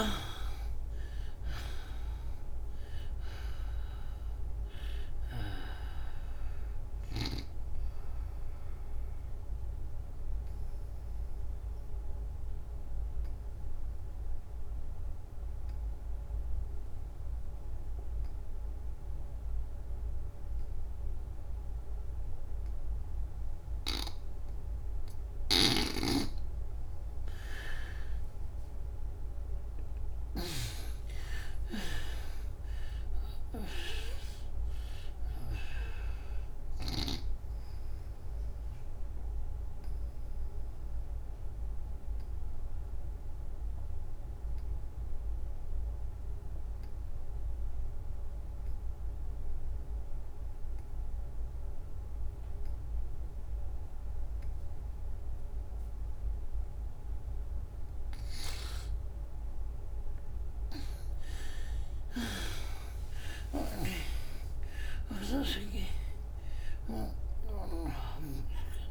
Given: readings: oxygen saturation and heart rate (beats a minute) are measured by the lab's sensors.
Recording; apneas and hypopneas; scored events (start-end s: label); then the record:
breathing in sleep by a room microphone; 2
0.00-19.50 s: oxygen desaturation (device-marked, oxygen 78% lowest)
1.50-11.50 s: bradycardia (device-marked)
6.00-25.50 s: obstructive apnea (oxygen 97% before, 76% lowest, heart rate 70 before, 39 extreme, up 25 after)
25.50-30.50 s: snoring (device-marked)
28.00-33.00 s: arousal
28.50-48.50 s: oxygen desaturation (device-marked, oxygen 99% before, 79% lowest, heart rate 90 before, 83 extreme)
38.50-57.00 s: obstructive apnea (oxygen 99% before, 76% lowest, heart rate 112 before, 82 extreme, up 48 after)
58.50-62.00 s: arousal
62.50-68.91 s: oxygen desaturation (device-marked, oxygen 98% before, 76% lowest, heart rate 112 before, 76 extreme)
From the record:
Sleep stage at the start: N2 (light sleep); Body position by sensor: on the back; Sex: female